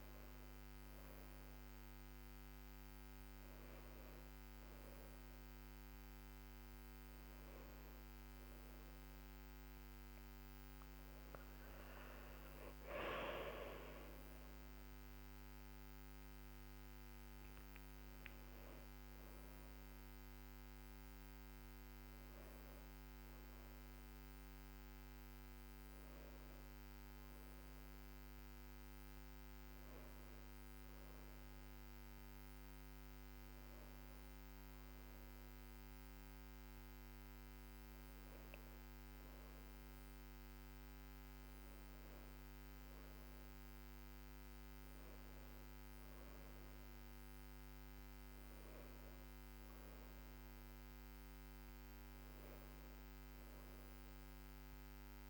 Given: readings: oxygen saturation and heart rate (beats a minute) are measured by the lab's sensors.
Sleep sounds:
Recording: breathing in sleep, hard to hear, by a microphone on the trachea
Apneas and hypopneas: none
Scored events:
none scored
From the record:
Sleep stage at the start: N1 (lightest sleep)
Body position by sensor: on the back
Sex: female

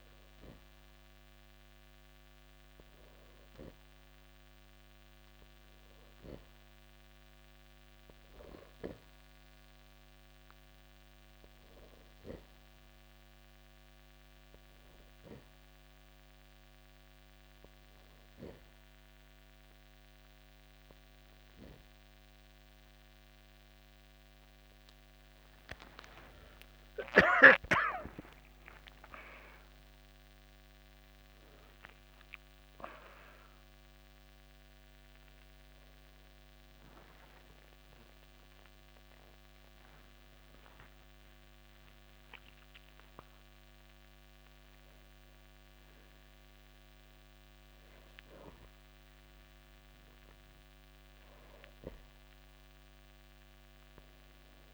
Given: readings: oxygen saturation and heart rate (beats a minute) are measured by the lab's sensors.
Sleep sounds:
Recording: breathing in sleep by a microphone on the trachea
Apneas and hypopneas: none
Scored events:
26.50-31.50 s: arousal
From the record:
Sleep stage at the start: N2 (light sleep)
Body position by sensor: on the back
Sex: male

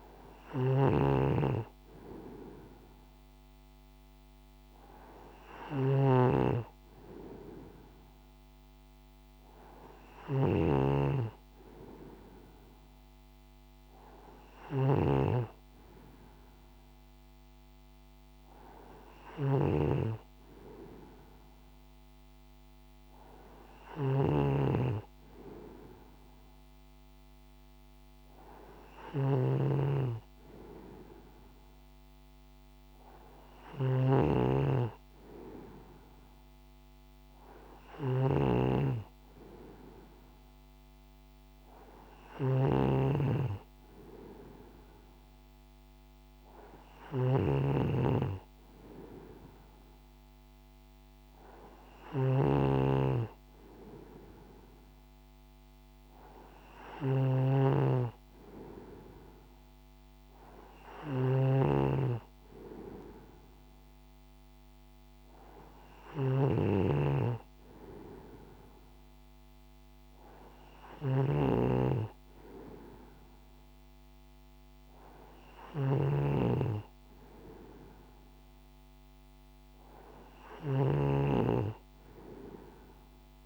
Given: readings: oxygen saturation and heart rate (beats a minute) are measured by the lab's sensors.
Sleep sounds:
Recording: breathing in sleep by a microphone on the trachea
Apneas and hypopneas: none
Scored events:
0.00-83.46 s: snoring (device-marked)
From the record:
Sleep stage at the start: N2 (light sleep)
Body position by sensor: on the right side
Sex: male

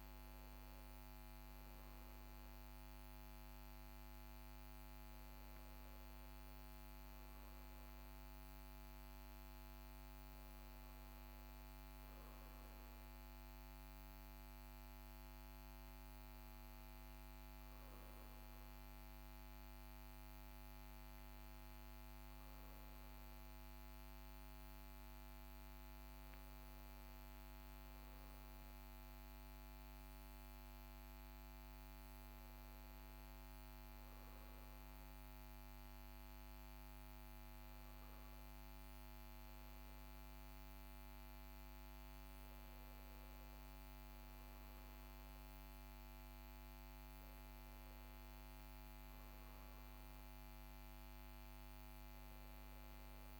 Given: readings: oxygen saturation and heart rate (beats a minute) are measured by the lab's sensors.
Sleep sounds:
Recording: breathing in sleep, hard to hear, by a microphone on the trachea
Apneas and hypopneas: none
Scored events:
none scored
From the record:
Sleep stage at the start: N2 (light sleep)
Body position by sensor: on the back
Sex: male

